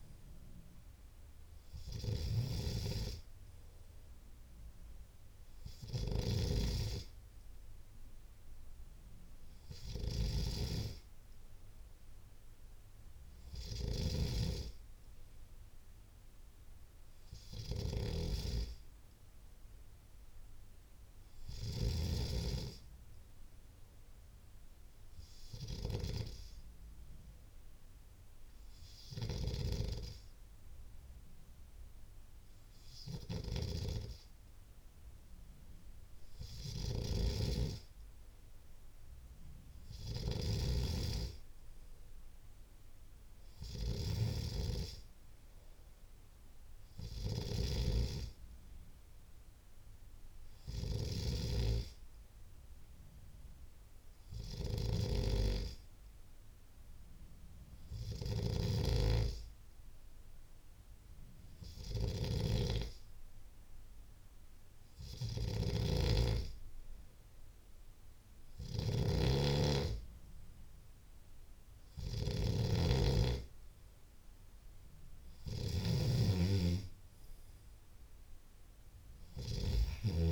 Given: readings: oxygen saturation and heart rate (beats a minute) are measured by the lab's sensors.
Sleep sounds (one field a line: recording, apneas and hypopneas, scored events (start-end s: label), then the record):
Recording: breathing in sleep by a room microphone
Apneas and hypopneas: none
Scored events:
34.00-80.32 s: new sleep stage, N3 (deep sleep)
From the record:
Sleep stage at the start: N2 (light sleep)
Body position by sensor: on the left side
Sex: male